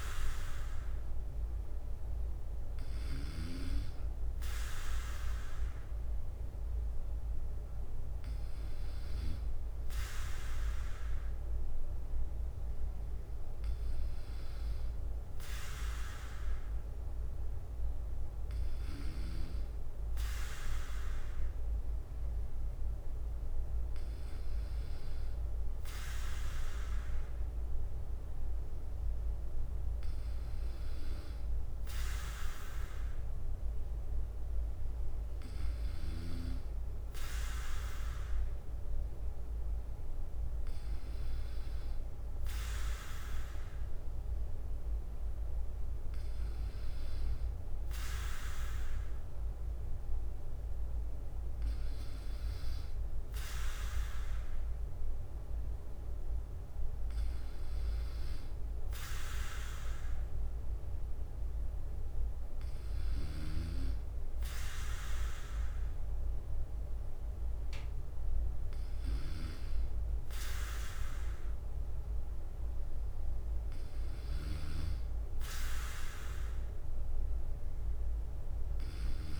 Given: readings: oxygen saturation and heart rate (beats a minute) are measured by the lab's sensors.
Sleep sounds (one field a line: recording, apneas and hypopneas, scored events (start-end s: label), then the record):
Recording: breathing in sleep by a room microphone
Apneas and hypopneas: none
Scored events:
1.50-79.39 s: bradycardia (device-marked, heart rate 57 before, 56 extreme)
From the record:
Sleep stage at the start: N2 (light sleep)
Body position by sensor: on the back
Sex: male